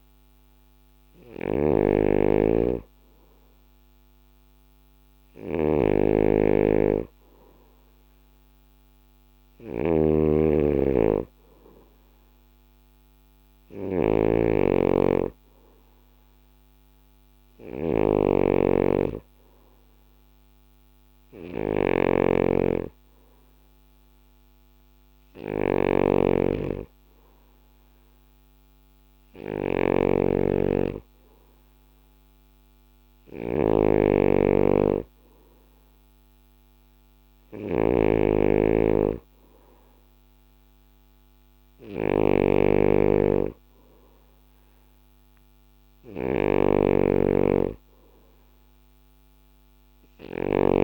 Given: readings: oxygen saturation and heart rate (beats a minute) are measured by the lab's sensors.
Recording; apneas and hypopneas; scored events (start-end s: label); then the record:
breathing in sleep by a microphone on the trachea; none
0.00-50.84 s: snoring (device-marked)
From the record:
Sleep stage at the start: N2 (light sleep); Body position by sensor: on the back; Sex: male